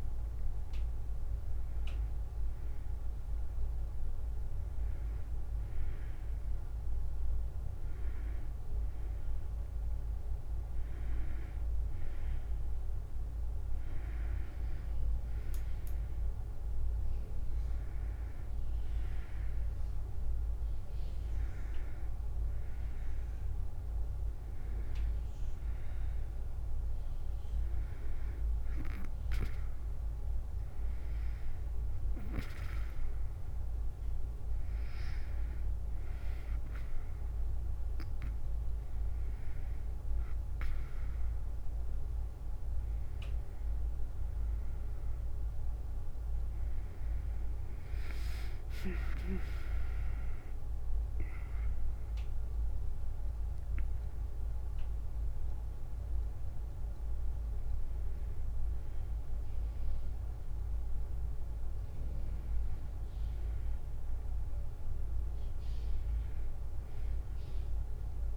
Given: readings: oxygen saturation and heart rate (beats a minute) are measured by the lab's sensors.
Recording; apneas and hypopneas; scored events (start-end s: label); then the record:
breathing in sleep, hard to hear, by a room microphone; none
33.50-42.50 s: drop in pulse transit time (device-marked, heart rate 75 before, 75 extreme)
50.50-62.50 s: drop in pulse transit time (device-marked, heart rate 77 before, 76 extreme)
From the record:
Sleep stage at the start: N2 (light sleep); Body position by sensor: on the back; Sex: female